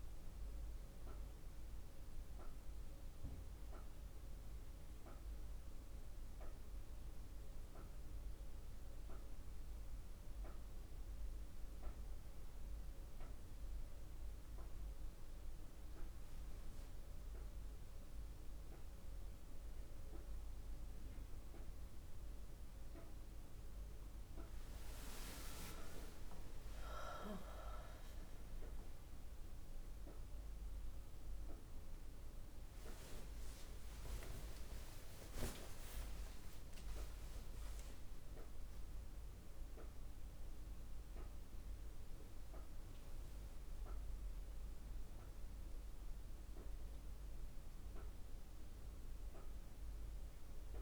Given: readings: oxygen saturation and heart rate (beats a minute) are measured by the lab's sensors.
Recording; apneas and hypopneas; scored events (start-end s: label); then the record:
breathing in sleep by a room microphone; none
24.50-50.82 s: new sleep stage, N1 (lightest sleep)
28.00-34.50 s: arousal
From the record:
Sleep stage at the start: N2 (light sleep); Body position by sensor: on the back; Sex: female